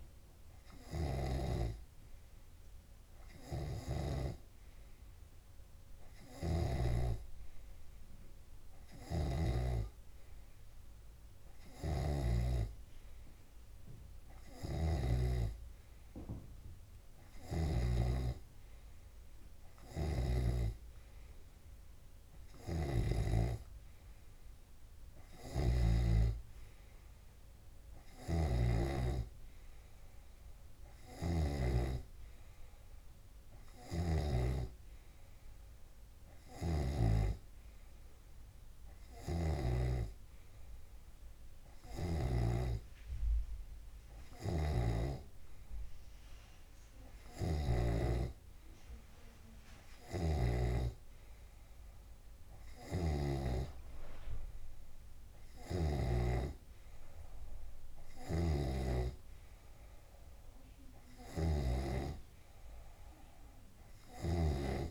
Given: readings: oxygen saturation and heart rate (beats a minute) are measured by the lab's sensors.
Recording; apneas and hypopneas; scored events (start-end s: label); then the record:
breathing in sleep by a room microphone; none
0.00-2.00 s: snoring (device-marked)
3.00-5.00 s: long interval between heartbeats (device-marked)
4.00-7.50 s: snoring (device-marked)
9.50-13.00 s: snoring (device-marked)
15.00-18.50 s: snoring (device-marked)
17.00-19.00 s: long interval between heartbeats (device-marked)
20.50-24.00 s: snoring (device-marked)
27.00-57.00 s: new sleep stage, N3 (deep sleep)
28.50-35.00 s: snoring (device-marked)
29.00-31.00 s: tachycardia (device-marked, heart rate 46 before, 95 extreme)
29.50-31.50 s: long interval between heartbeats (device-marked)
33.00-35.00 s: long interval between heartbeats (device-marked, heart rate 42 before, 98 extreme)
36.00-50.00 s: tachycardia (device-marked, heart rate 47 before, 134 extreme)
37.00-39.00 s: long interval between heartbeats (device-marked, heart rate 58 before, 87 extreme)
37.00-40.50 s: snoring (device-marked)
39.50-41.50 s: long interval between heartbeats (device-marked, heart rate 65 before, 102 extreme)
42.50-44.50 s: long interval between heartbeats (device-marked, heart rate 79 before, 120 extreme)
45.00-47.00 s: long interval between heartbeats (device-marked, heart rate 93 before, 127 extreme)
45.00-51.50 s: snoring (device-marked)
51.00-54.00 s: tachycardia (device-marked, heart rate 51 before, 111 extreme)
52.00-54.00 s: long interval between heartbeats (device-marked, heart rate 112 before, 94 extreme)
54.50-56.50 s: long interval between heartbeats (device-marked, heart rate 111 before, 106 extreme)
56.00-62.50 s: snoring (device-marked)
57.00-64.91 s: new sleep stage, N2 (light sleep)
58.00-60.00 s: long interval between heartbeats (device-marked, heart rate 114 before, 94 extreme)
63.50-64.91 s: long interval between heartbeats (device-marked, heart rate 108 before, 65 extreme)
From the record:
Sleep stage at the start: N2 (light sleep); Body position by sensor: on the left side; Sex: male